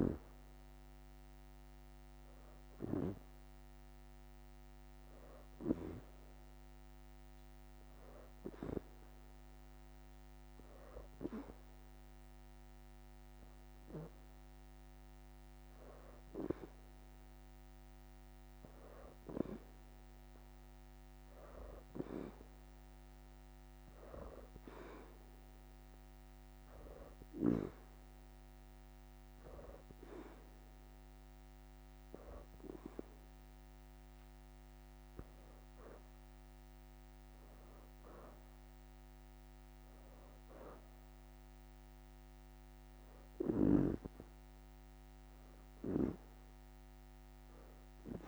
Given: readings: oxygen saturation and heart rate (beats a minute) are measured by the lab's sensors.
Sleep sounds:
breathing in sleep by a microphone on the trachea; 1
4.00-33.00 s: hypopnea (oxygen 94% before, 86% lowest, heart rate 88 before, 81 extreme, up 0 after)
14.50-37.50 s: oxygen desaturation (device-marked, oxygen 93% before, 86% lowest, heart rate 84 before, 81 extreme)
16.00-22.50 s: leg movement (device-marked)
32.50-35.00 s: leg movement (device-marked)
35.00-39.00 s: arousal
37.00-38.00 s: leg movement (device-marked)
38.50-44.50 s: leg movement (device-marked)
From the record:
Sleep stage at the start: N2 (light sleep); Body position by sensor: on the back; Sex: female

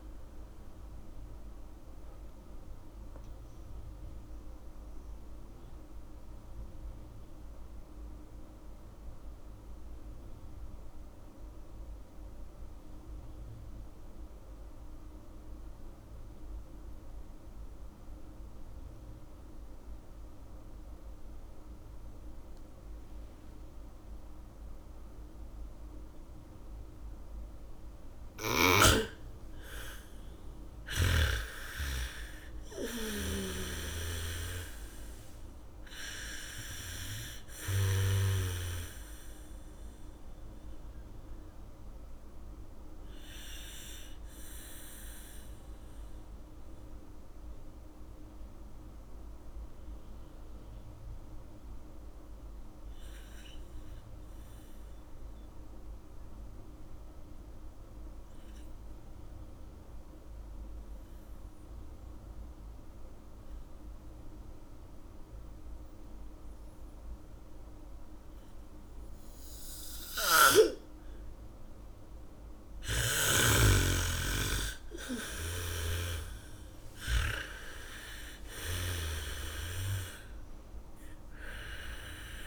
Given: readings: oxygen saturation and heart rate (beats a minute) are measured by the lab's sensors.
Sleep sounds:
breathing in sleep by a room microphone; 2
0.00-15.50 s: oxygen desaturation (device-marked, oxygen 80% lowest, heart rate 36 extreme)
1.50-28.00 s: mixed apnea (oxygen 99% before, 80% lowest, heart rate 62 before, 36 extreme, up 0 after)
24.50-37.50 s: bradycardia (device-marked, heart rate 73 before, 36 extreme)
28.50-54.50 s: oxygen desaturation (device-marked, oxygen 99% before, 83% lowest, heart rate 73 before, 38 extreme)
30.00-35.00 s: arousal
42.50-72.00 s: mixed apnea (oxygen 99% before, 83% lowest, heart rate 59 before, 44 extreme)
69.50-79.50 s: bradycardia (device-marked, heart rate 72 before, 44 extreme)
70.50-74.00 s: snoring (device-marked)
70.50-82.47 s: oxygen desaturation (device-marked, oxygen 99% before, 83% lowest, heart rate 72 before, 45 extreme)
74.00-77.50 s: arousal
76.00-82.47 s: snoring (device-marked)
From the record:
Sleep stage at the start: N2 (light sleep); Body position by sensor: on the back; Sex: female

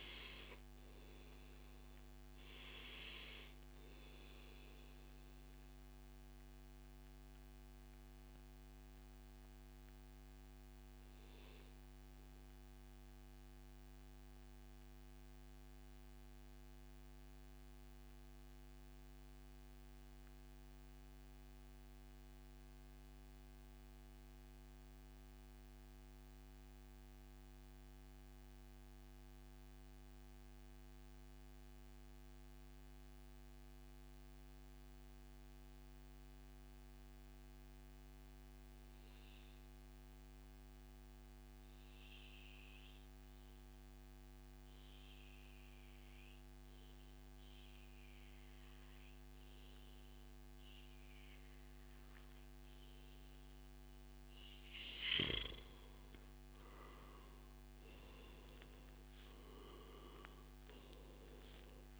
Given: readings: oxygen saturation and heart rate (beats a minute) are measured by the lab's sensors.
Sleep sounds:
breathing in sleep, hard to hear, by a microphone on the trachea; 1
0.00-8.50 s: oxygen desaturation (device-marked, oxygen 90% lowest, heart rate 88 extreme)
4.50-6.50 s: long interval between heartbeats (device-marked, heart rate 134 before, 107 extreme)
5.50-52.00 s: mixed apnea (oxygen 96% before, 90% lowest, heart rate 135 before, 93 extreme, up 18 after)
6.50-8.50 s: long interval between heartbeats (device-marked, heart rate 135 before, 88 extreme)
26.50-28.50 s: long interval between heartbeats (device-marked, heart rate 119 before, 101 extreme)
28.50-30.50 s: long interval between heartbeats (device-marked, heart rate 120 before, 102 extreme)
31.50-33.50 s: long interval between heartbeats (device-marked, heart rate 122 before, 108 extreme)
48.50-61.99 s: oxygen desaturation (device-marked, oxygen 97% before, 90% lowest, heart rate 105 before, 89 extreme)
52.50-54.50 s: long interval between heartbeats (device-marked, heart rate 107 before, 117 extreme)
56.50-60.50 s: arousal
From the record:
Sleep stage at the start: N2 (light sleep); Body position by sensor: on the back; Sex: male

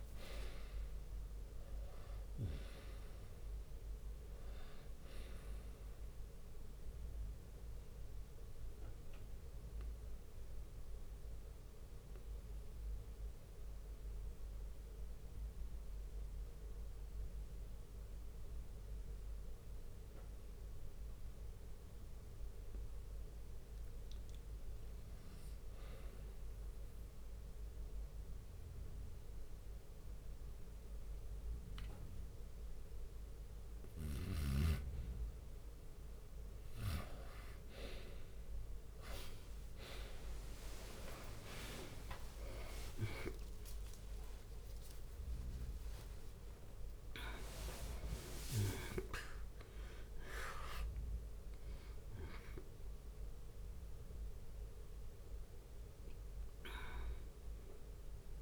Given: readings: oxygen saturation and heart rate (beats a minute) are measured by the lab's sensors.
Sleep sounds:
breathing in sleep by a room microphone; 1
0.00-19.50 s: oxygen desaturation (device-marked, oxygen 90% lowest, heart rate 47 extreme)
4.50-8.50 s: bradycardia (device-marked, heart rate 64 before, 57 extreme)
6.50-23.50 s: mixed apnea (oxygen 98% before, 90% lowest, heart rate 63 before, 47 extreme, up 0 after)
12.50-38.50 s: bradycardia (device-marked, heart rate 64 before, 47 extreme)
26.00-29.50 s: arousal
33.50-46.50 s: oxygen desaturation (device-marked, oxygen 98% before, 93% lowest, heart rate 55 before, 56 extreme)
41.50-43.50 s: long interval between heartbeats (device-marked, heart rate 53 before, 61 extreme)
41.50-57.50 s: drop in pulse transit time (device-marked, heart rate 53 before, 61 extreme)
45.50-47.50 s: long interval between heartbeats (device-marked, heart rate 55 before, 69 extreme)
48.50-53.50 s: arousal
51.50-53.50 s: long interval between heartbeats (device-marked, heart rate 62 before, 76 extreme)
55.50-57.50 s: long interval between heartbeats (device-marked, heart rate 66 before, 72 extreme)
From the record:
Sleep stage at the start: N2 (light sleep); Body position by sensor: on the right side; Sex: male

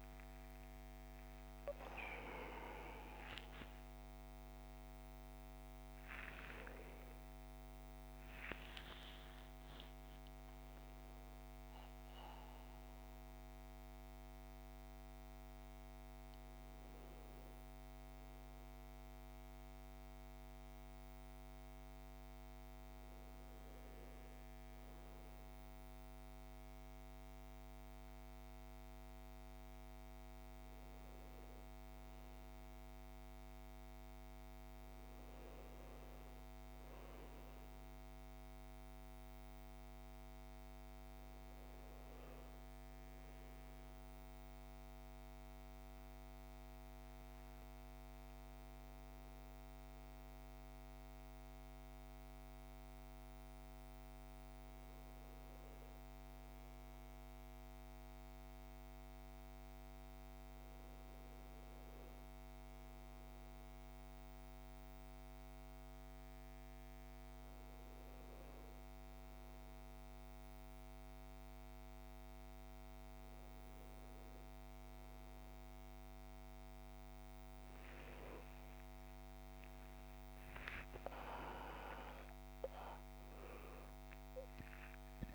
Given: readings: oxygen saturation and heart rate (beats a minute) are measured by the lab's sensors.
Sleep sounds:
a person partly awake in a sleep study, hard to hear, by a microphone on the trachea; none
13.50-73.50 s: new sleep stage, N1 (lightest sleep)
73.50-85.35 s: new sleep stage, N2 (light sleep)
79.00-83.50 s: arousal
From the record:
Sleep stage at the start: awake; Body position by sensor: on the back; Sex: male

